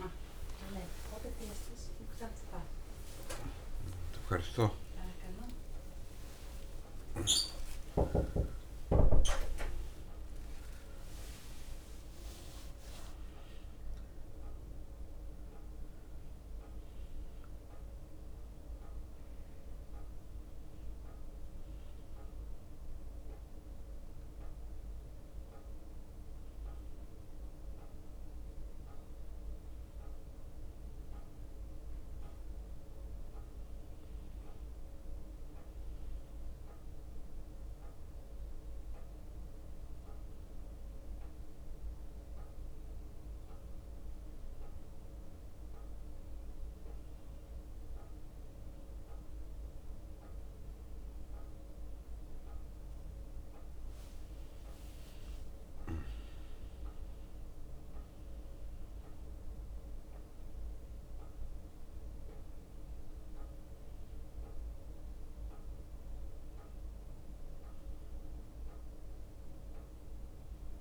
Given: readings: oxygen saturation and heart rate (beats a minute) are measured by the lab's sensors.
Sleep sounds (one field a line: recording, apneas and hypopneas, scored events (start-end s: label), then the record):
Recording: a person partly awake in a sleep study, by a room microphone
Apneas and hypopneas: none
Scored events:
0.00-9.50 s: tachycardia (device-marked, heart rate 132 extreme)
1.00-3.00 s: long interval between heartbeats (device-marked, heart rate 73 before, 90 extreme)
3.00-5.00 s: long interval between heartbeats (device-marked, heart rate 75 before, 101 extreme)
6.50-8.50 s: long interval between heartbeats (device-marked, heart rate 83 before, 129 extreme)
18.50-42.50 s: drop in pulse transit time (device-marked, heart rate 98 before, 65 extreme)
23.50-70.81 s: new sleep stage, N1 (lightest sleep)
46.00-48.00 s: leg movement (device-marked)
46.00-48.00 s: long interval between heartbeats (device-marked, heart rate 65 before, 70 extreme)
From the record:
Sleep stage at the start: awake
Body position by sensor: on the back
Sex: male